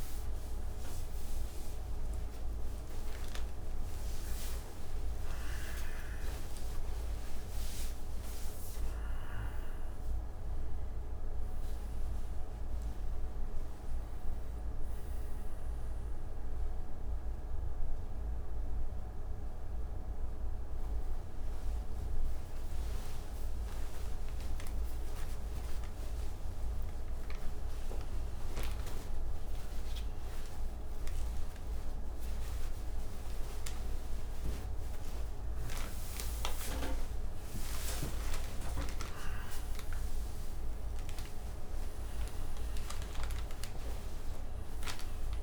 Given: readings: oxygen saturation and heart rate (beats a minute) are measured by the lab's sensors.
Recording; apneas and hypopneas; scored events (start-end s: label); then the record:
a person awake in a sleep study, by a room microphone; none
44.00-45.43 s: oxygen desaturation (device-marked, oxygen 99% before, 95% lowest)
From the record:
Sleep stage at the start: awake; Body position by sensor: on the back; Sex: male